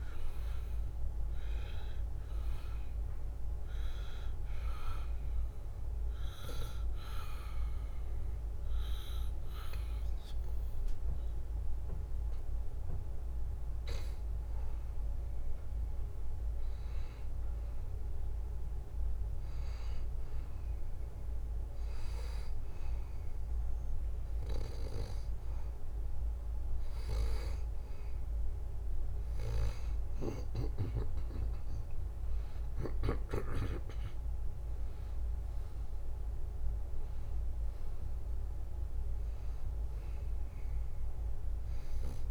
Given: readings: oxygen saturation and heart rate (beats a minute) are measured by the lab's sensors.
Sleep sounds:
breathing in sleep by a room microphone; none
0.00-1.50 s: arousal
From the record:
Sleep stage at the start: N2 (light sleep); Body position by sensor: on the back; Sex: male

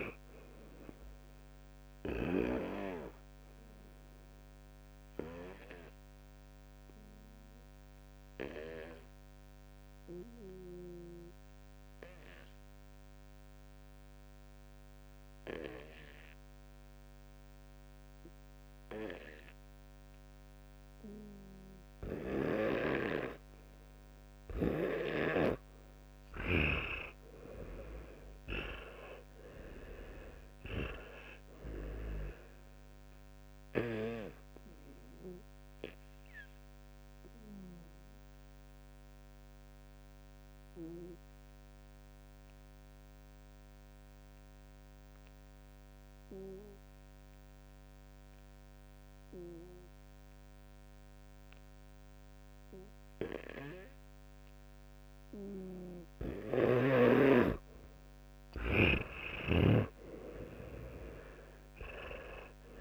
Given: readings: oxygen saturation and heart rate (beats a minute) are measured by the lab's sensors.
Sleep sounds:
breathing in sleep by a microphone on the trachea; 2
0.00-5.00 s: oxygen desaturation (device-marked, oxygen 93% lowest, heart rate 56 extreme)
3.50-24.50 s: obstructive apnea (oxygen 98% before, 90% lowest, heart rate 68 before, 56 extreme, up 54 after)
18.00-24.00 s: oxygen desaturation (device-marked, oxygen 94% before, 91% lowest, heart rate 69 before, 56 extreme)
27.00-30.50 s: arousal
34.00-45.00 s: oxygen desaturation (device-marked, oxygen 100% before, 92% lowest, heart rate 79 before, 55 extreme)
34.50-57.00 s: obstructive apnea (oxygen 100% before, 90% lowest, heart rate 79 before, 55 extreme, up 51 after)
54.00-61.00 s: oxygen desaturation (device-marked, oxygen 93% before, 90% lowest, heart rate 74 before, 56 extreme)
59.00-62.81 s: snoring (device-marked)
60.50-62.81 s: arousal
From the record:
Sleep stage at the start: N2 (light sleep); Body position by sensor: on the back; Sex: male

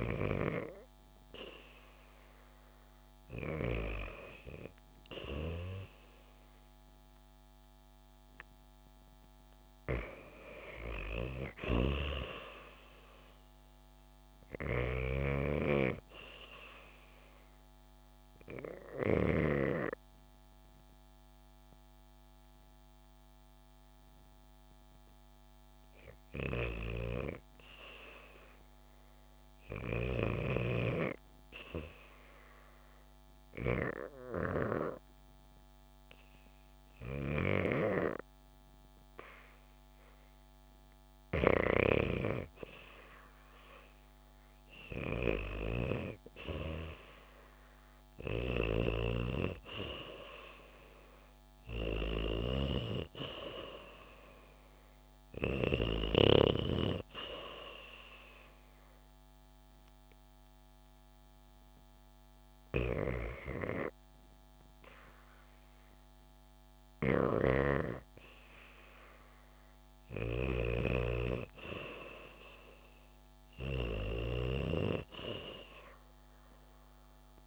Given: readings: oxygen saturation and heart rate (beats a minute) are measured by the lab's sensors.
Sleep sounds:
breathing in sleep by a microphone on the trachea; 3
0.00-1.00 s: arousal
11.50-15.00 s: snoring (device-marked)
16.50-26.50 s: obstructive apnea (oxygen 96% before, 93% lowest, heart rate 70 before, 68 extreme, up 0 after)
32.00-42.50 s: obstructive apnea (oxygen 96% before, 93% lowest, heart rate 71 before, 70 extreme, up 7 after)
47.00-51.50 s: arousal
48.50-56.50 s: snoring (device-marked)
58.50-68.50 s: hypopnea (oxygen 96% before, 93% lowest, heart rate 73 before, 69 extreme, up 2 after)
59.00-77.47 s: new sleep stage, N2 (light sleep)
70.00-77.47 s: snoring (device-marked)
73.50-77.47 s: arousal
From the record:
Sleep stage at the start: REM sleep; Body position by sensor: on the back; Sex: female

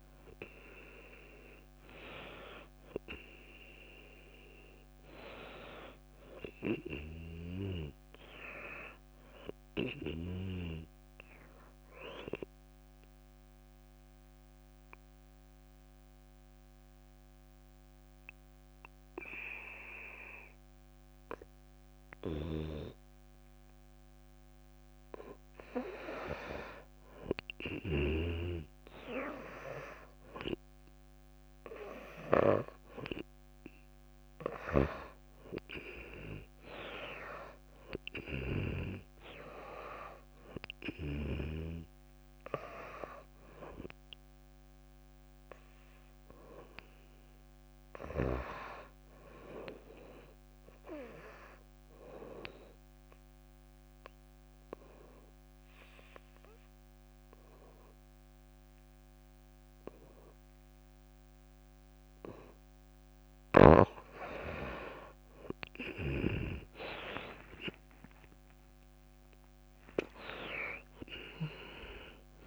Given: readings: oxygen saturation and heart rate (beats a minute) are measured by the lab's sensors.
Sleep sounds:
breathing in sleep by a microphone on the trachea; 2
0.00-14.50 s: oxygen desaturation (device-marked, oxygen 90% lowest)
12.50-26.00 s: obstructive apnea (oxygen 96% before, 80% lowest)
23.00-25.00 s: long interval between heartbeats (device-marked)
27.50-42.50 s: oxygen desaturation (device-marked, oxygen 97% before, 88% lowest)
28.50-31.50 s: arousal
52.50-64.00 s: obstructive apnea (oxygen 96% before, 80% lowest)
67.00-71.00 s: arousal
67.50-72.47 s: oxygen desaturation (device-marked, oxygen 94% before, 80% lowest)
From the record:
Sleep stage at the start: N2 (light sleep); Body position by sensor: on the back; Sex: female

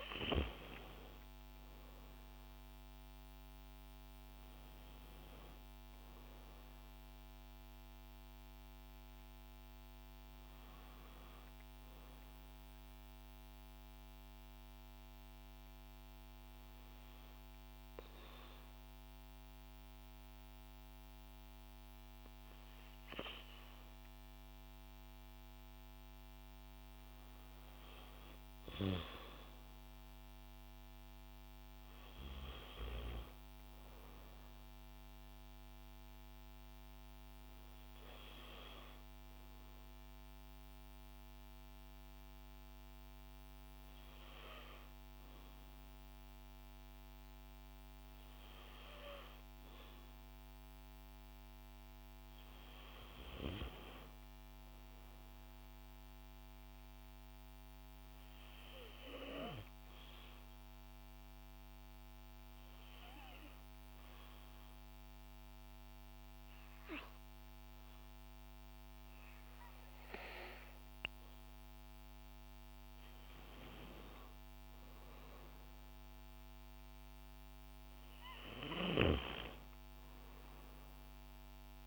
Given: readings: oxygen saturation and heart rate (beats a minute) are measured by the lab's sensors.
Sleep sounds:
breathing in sleep by a microphone on the trachea; 3
12.00-25.00 s: hypopnea (oxygen 97% before, 92% lowest, heart rate 154 before, 69 extreme, up 15 after)
26.50-29.50 s: arousal
35.50-50.00 s: hypopnea (oxygen 96% before, 92% lowest, heart rate 107 before, 68 extreme, up 7 after)
53.00-57.00 s: arousal
60.50-71.50 s: obstructive apnea (oxygen 95% before, 91% lowest, heart rate 134 before, 89 extreme, up 36 after)
75.00-78.00 s: arousal
From the record:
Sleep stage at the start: N2 (light sleep); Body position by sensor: on the back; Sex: female

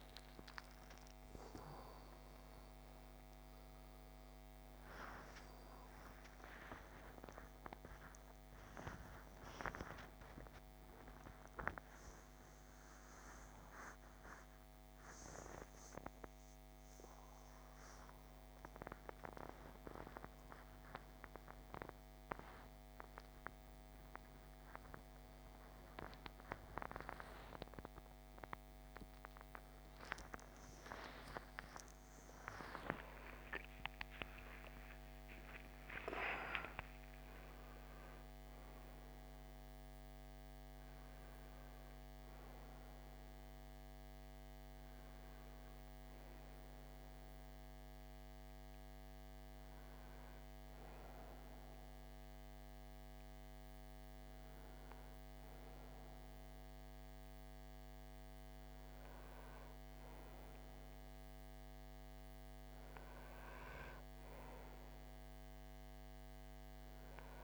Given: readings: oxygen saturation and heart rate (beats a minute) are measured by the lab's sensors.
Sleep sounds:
a person partly awake in a sleep study, by a microphone on the trachea; none
4.50-34.50 s: new sleep stage, awake
34.50-64.50 s: new sleep stage, N1 (lightest sleep)
64.50-67.44 s: new sleep stage, N2 (light sleep)
From the record:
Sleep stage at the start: N2 (light sleep); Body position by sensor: on the right side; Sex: male

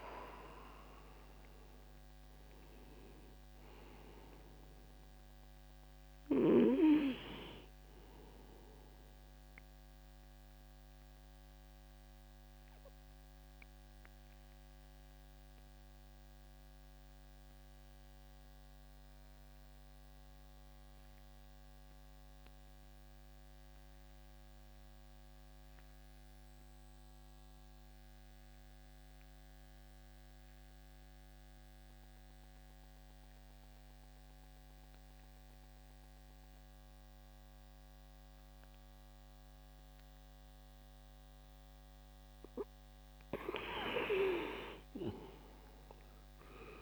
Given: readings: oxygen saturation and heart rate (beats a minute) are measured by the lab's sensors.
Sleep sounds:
breathing in sleep by a microphone on the trachea; 1
0.00-6.00 s: oxygen desaturation (device-marked, oxygen 92% lowest, heart rate 62 extreme)
8.00-24.00 s: oxygen desaturation (device-marked, oxygen 94% before, 89% lowest, heart rate 65 before, 60 extreme)
9.00-41.50 s: obstructive apnea (oxygen 99% before, 87% lowest, heart rate 65 before, 60 extreme, up 6 after)
41.00-46.82 s: oxygen desaturation (device-marked, oxygen 99% before, 87% lowest, heart rate 63 before, 62 extreme)
43.50-46.82 s: arousal
From the record:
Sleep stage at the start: N2 (light sleep); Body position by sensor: on the back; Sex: male

